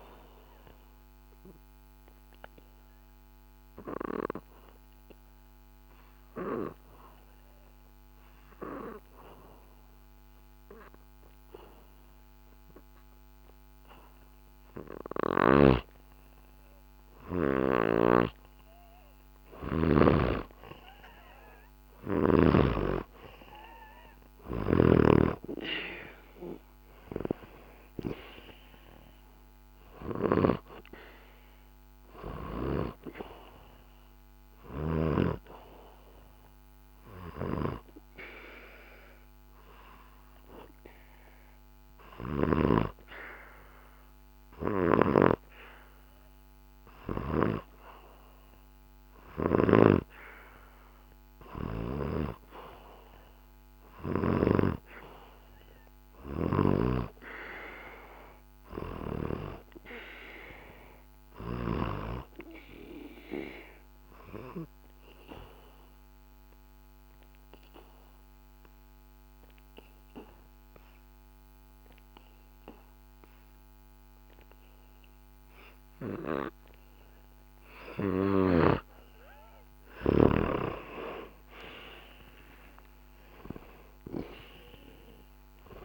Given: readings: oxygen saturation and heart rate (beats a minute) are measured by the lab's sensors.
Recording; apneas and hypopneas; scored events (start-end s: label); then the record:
breathing in sleep by a microphone on the trachea; 3
0.00-13.00 s: oxygen desaturation (device-marked, oxygen 90% lowest, heart rate 63 extreme)
0.50-19.00 s: obstructive apnea (oxygen 98% before, 90% lowest, heart rate 66 before, 63 extreme)
15.00-20.00 s: snoring (device-marked)
21.00-25.50 s: arousal
27.00-50.00 s: oxygen desaturation (device-marked, oxygen 98% before, 91% lowest, heart rate 67 before, 58 extreme)
35.50-51.50 s: obstructive apnea (oxygen 98% before, 88% lowest, heart rate 66 before, 58 extreme, up 1 after)
52.00-55.50 s: arousal
54.00-59.00 s: snoring (device-marked)
64.00-79.00 s: obstructive apnea (oxygen 96% before, 88% lowest, heart rate 66 before, 65 extreme, up 2 after)
81.00-85.85 s: arousal
From the record:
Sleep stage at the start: N2 (light sleep); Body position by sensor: on the back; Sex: male